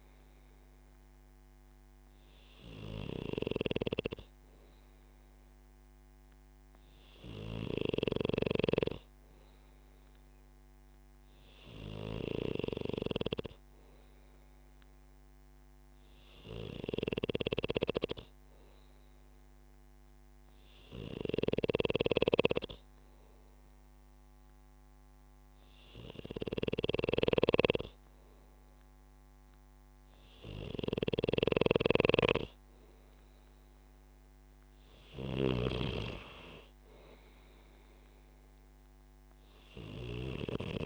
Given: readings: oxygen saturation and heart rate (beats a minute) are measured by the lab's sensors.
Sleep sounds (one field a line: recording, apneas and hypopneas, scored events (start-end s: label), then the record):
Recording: breathing in sleep by a microphone on the trachea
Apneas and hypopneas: none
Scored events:
0.00-40.85 s: snoring (device-marked)
From the record:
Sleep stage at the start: N2 (light sleep)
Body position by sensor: on the back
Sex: male